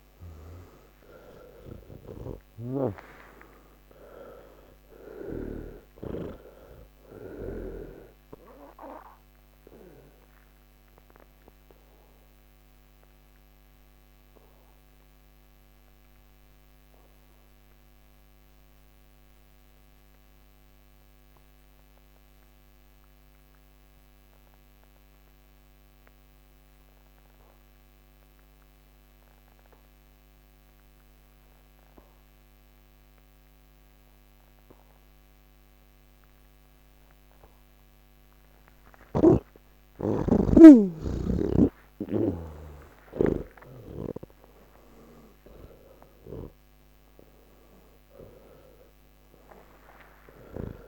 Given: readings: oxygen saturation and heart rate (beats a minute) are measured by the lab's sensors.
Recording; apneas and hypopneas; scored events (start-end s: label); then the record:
breathing in sleep by a microphone on the trachea; 1
0.00-8.00 s: snoring (device-marked)
0.00-23.00 s: oxygen desaturation (device-marked, oxygen 81% lowest, heart rate 49 extreme)
9.00-37.50 s: obstructive apnea (oxygen 98% before, 81% lowest, heart rate 101 before, 49 extreme, up 4 after)
17.00-50.88 s: new sleep stage, N3 (deep sleep)
30.00-50.88 s: oxygen desaturation (device-marked, oxygen 99% before, 86% lowest, heart rate 109 before, 25 extreme)
From the record:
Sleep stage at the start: N1 (lightest sleep); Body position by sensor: on the back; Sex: male